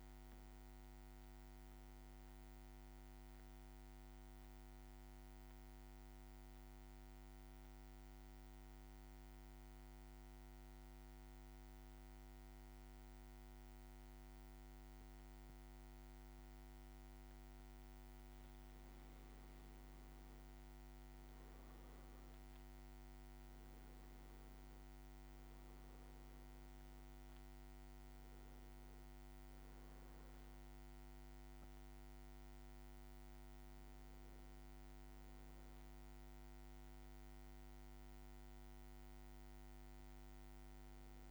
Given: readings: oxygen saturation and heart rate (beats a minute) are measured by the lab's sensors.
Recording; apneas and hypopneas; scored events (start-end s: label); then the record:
breathing in sleep, hard to hear, by a microphone on the trachea; 1
2.50-17.00 s: central apnea (oxygen 99% before, 94% lowest, heart rate 58 before, 55 extreme, up 6 after)
17.00-19.50 s: leg movement (device-marked)
19.50-25.00 s: arousal
22.00-41.31 s: oxygen desaturation (device-marked, oxygen 98% before, 94% lowest, heart rate 57 before, 55 extreme)
From the record:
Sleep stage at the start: N2 (light sleep); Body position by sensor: on the back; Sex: male